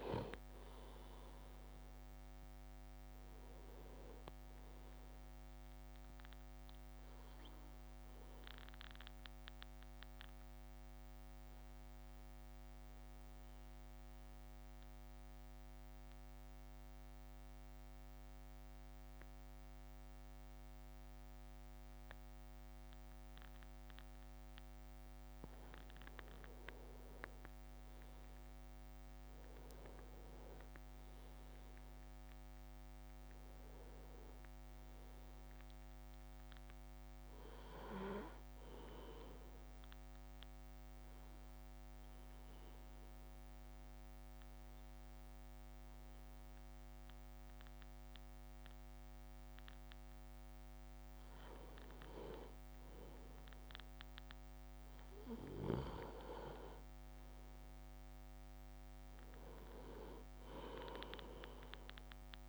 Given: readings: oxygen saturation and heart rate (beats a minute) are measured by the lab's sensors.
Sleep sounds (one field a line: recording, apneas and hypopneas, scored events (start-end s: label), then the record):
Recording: breathing in sleep by a microphone on the trachea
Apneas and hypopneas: 2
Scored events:
0.00-3.00 s: arousal
0.00-13.50 s: drop in pulse transit time (device-marked, heart rate 51 extreme)
8.00-25.00 s: central apnea (oxygen 98% before, 96% lowest, heart rate 57 before, 52 extreme, up 3 after)
27.00-28.00 s: leg movement (device-marked)
27.50-32.00 s: arousal
29.50-42.50 s: drop in pulse transit time (device-marked, heart rate 54 before, 54 extreme)
39.50-51.50 s: mixed apnea (oxygen 99% before, 95% lowest, heart rate 55 before, 52 extreme, up 6 after)
54.50-59.00 s: arousal
56.50-62.49 s: drop in pulse transit time (device-marked, heart rate 55 before, 52 extreme)
From the record:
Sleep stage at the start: N2 (light sleep)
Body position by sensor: on the back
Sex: male